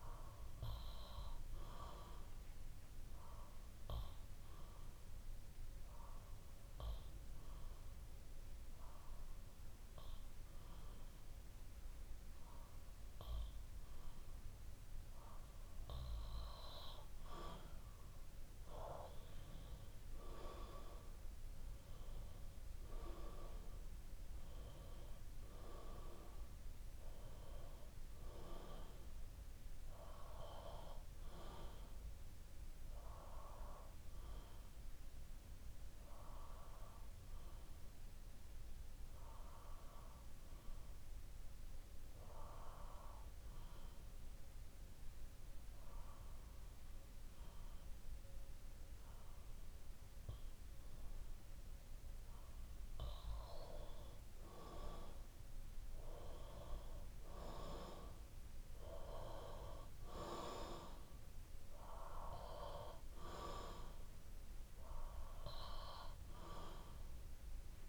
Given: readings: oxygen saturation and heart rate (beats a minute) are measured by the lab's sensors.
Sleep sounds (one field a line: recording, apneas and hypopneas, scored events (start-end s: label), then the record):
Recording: breathing in sleep by a room microphone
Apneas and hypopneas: 2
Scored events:
2.00-16.00 s: obstructive apnea (oxygen 95% before, 92% lowest, heart rate 61 before, 59 extreme, up 7 after)
19.50-23.50 s: arousal
28.00-32.00 s: bradycardia (device-marked, heart rate 63 before, 59 extreme)
34.50-51.50 s: obstructive apnea (oxygen 95% before, 92% lowest, heart rate 62 before, 60 extreme, up 5 after)
42.00-54.00 s: oxygen desaturation (device-marked, oxygen 95% before, 92% lowest, heart rate 62 before, 60 extreme)
54.00-58.50 s: arousal
From the record:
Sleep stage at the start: N2 (light sleep)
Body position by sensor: on the back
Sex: male